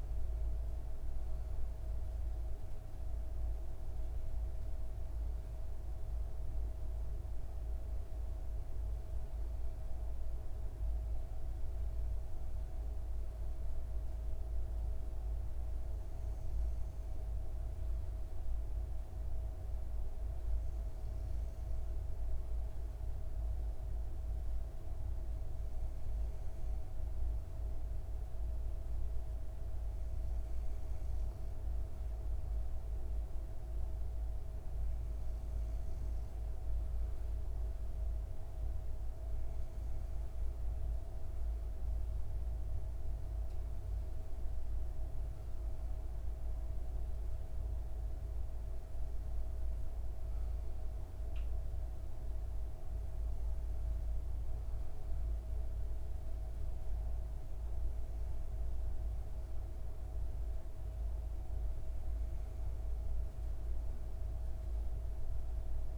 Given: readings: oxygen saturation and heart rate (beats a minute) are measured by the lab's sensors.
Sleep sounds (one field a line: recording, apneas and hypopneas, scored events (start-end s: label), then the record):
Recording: breathing in sleep, hard to hear, by a room microphone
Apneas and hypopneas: none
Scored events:
none scored
From the record:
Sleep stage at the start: N2 (light sleep)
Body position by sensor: on the back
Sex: female